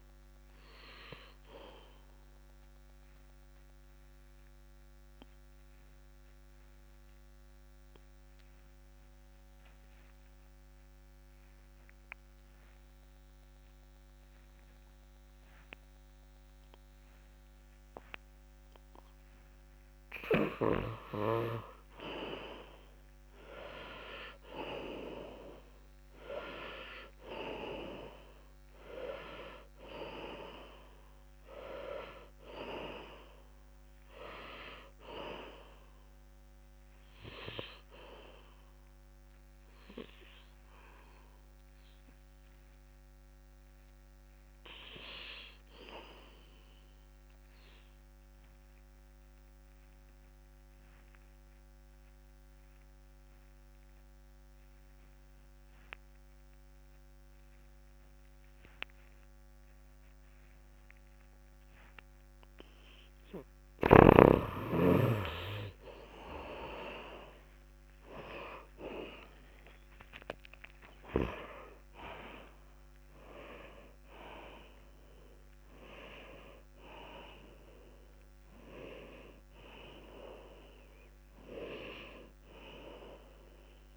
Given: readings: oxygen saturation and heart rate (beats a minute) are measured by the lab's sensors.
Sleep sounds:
breathing in sleep by a microphone on the trachea; 2
0.00-10.00 s: oxygen desaturation (device-marked, oxygen 84% lowest, heart rate 56 extreme)
3.00-20.50 s: obstructive apnea (oxygen 98% before, 82% lowest, heart rate 63 before, 56 extreme, up 1 after)
22.00-26.50 s: arousal
24.00-54.00 s: oxygen desaturation (device-marked, oxygen 99% before, 82% lowest, heart rate 63 before, 56 extreme)
48.00-63.00 s: obstructive apnea (oxygen 98% before, 81% lowest, heart rate 64 before, 56 extreme, up 2 after)
65.50-71.50 s: arousal
67.00-83.97 s: oxygen desaturation (device-marked, oxygen 98% before, 81% lowest, heart rate 62 before, 58 extreme)
From the record:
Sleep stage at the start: N2 (light sleep); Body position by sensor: on the left side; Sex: male

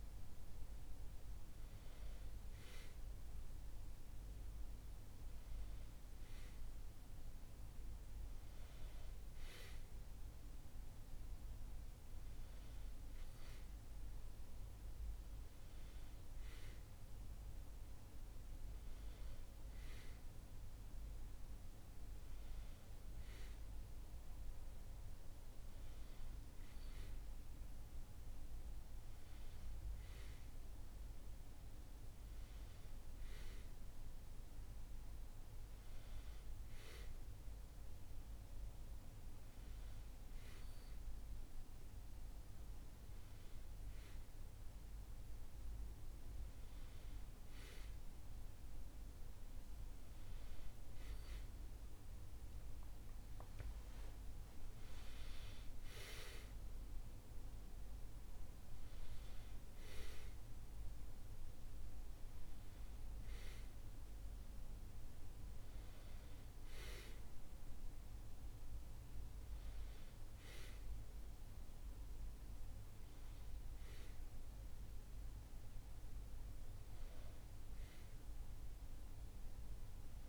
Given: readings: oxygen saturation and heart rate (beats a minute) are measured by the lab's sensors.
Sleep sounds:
breathing in sleep, hard to hear, by a room microphone; none
none scored
From the record:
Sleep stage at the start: N1 (lightest sleep); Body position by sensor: on the back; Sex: male

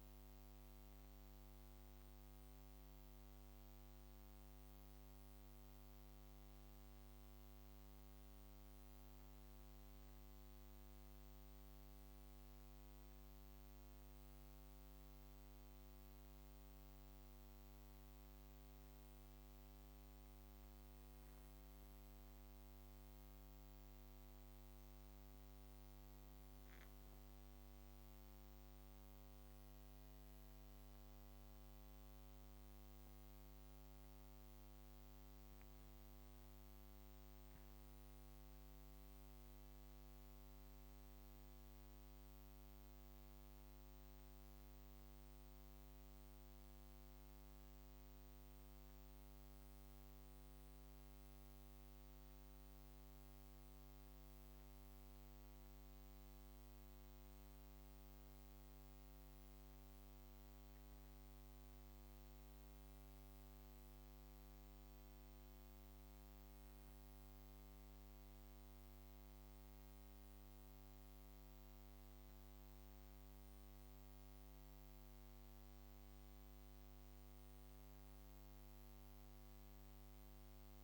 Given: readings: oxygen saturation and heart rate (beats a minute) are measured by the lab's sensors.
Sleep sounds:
breathing in sleep, hard to hear, by a microphone on the trachea; none
6.00-80.84 s: new sleep stage, N2 (light sleep)
From the record:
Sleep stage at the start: N1 (lightest sleep); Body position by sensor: on the back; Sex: female

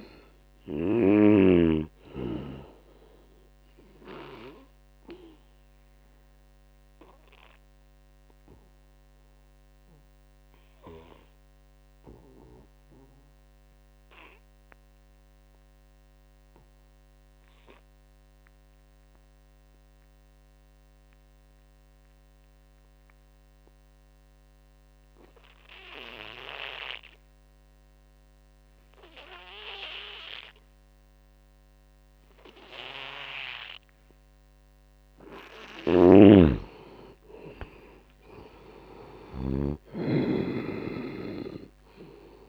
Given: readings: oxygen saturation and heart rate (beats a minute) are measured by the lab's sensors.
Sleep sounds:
breathing in sleep by a microphone on the trachea; 1
0.00-17.00 s: oxygen desaturation (device-marked, oxygen 73% lowest, heart rate 63 extreme)
5.00-35.00 s: obstructive apnea (oxygen 97% before, 72% lowest, heart rate 70 before, 64 extreme, up 5 after)
24.00-42.49 s: oxygen desaturation (device-marked, oxygen 98% before, 72% lowest, heart rate 79 before, 64 extreme)
35.50-42.49 s: snoring (device-marked)
36.00-39.00 s: arousal
From the record:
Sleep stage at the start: N2 (light sleep); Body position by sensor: on the back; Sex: male

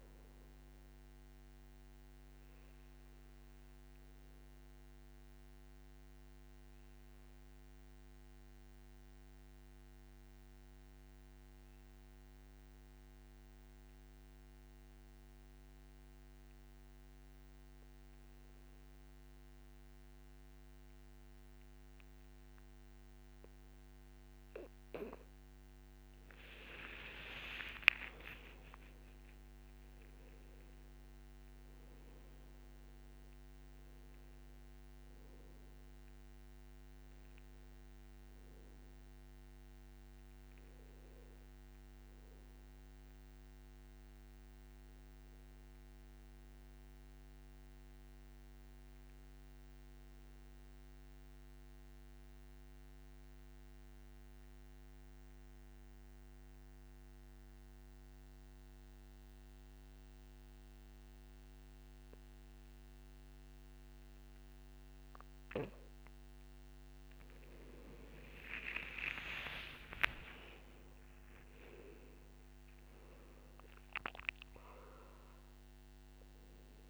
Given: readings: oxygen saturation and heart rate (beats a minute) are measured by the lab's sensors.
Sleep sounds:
breathing in sleep by a microphone on the trachea; 2
0.00-12.50 s: oxygen desaturation (device-marked, oxygen 90% lowest, heart rate 51 extreme)
4.50-25.00 s: obstructive apnea (oxygen 98% before, 88% lowest, heart rate 57 before, 52 extreme, up 31 after)
27.00-31.00 s: arousal
27.50-53.50 s: oxygen desaturation (device-marked, oxygen 98% before, 88% lowest, heart rate 56 before, 54 extreme)
48.00-66.50 s: obstructive apnea (oxygen 98% before, 89% lowest, heart rate 68 before, 50 extreme, up 16 after)
69.00-74.00 s: arousal
70.50-76.90 s: oxygen desaturation (device-marked, oxygen 98% before, 90% lowest, heart rate 59 before, 50 extreme)
From the record:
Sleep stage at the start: N2 (light sleep); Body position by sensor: on the back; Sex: male

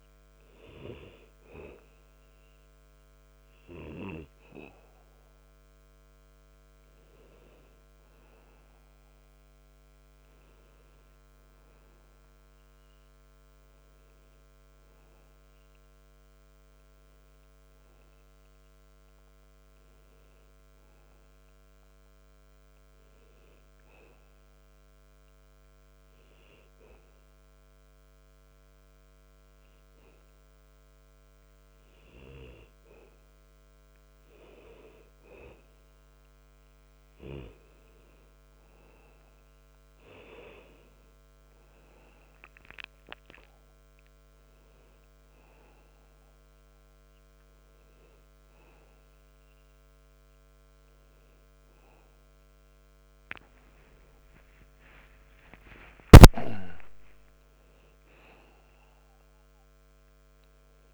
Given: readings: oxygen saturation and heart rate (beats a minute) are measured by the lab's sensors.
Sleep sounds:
breathing in sleep by a microphone on the trachea; 1
12.50-17.00 s: arousal
22.00-33.50 s: hypopnea (oxygen 95% before, 92% lowest, heart rate 89 before, 66 extreme, up 20 after)
53.50-58.00 s: arousal
From the record:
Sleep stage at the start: N2 (light sleep); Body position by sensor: on the back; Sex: male

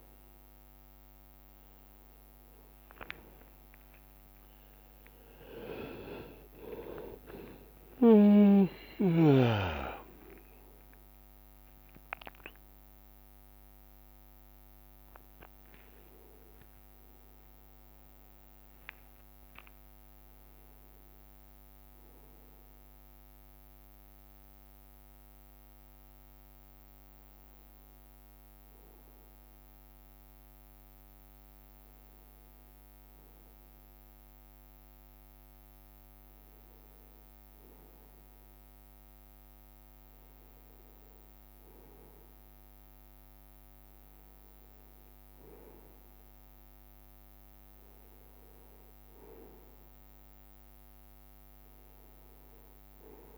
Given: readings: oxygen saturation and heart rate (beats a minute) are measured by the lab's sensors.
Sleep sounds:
a person awake in a sleep study, by a microphone on the trachea; none
0.00-1.00 s: long interval between heartbeats (device-marked)
0.00-44.00 s: bradycardia (device-marked)
2.00-12.00 s: drop in pulse transit time (device-marked)
2.50-10.00 s: leg movement (device-marked)
9.00-11.00 s: long interval between heartbeats (device-marked)
15.00-16.00 s: leg movement (device-marked)
19.00-22.50 s: leg movement (device-marked)
45.00-53.38 s: bradycardia (device-marked)
47.00-53.38 s: new sleep stage, N1 (lightest sleep)
From the record:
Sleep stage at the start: awake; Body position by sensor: on the right side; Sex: male

